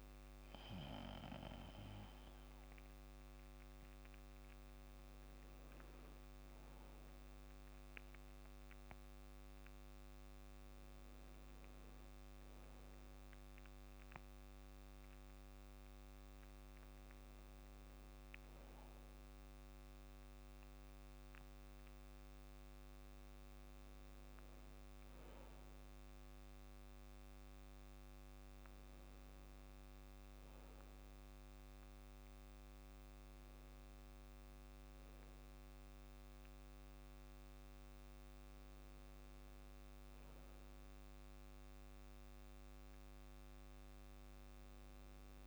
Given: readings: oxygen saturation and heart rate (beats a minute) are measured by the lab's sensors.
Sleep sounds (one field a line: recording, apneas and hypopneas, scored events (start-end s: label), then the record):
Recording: breathing in sleep, hard to hear, by a microphone on the trachea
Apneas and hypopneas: none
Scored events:
none scored
From the record:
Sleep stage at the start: N2 (light sleep)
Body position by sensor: on the back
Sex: male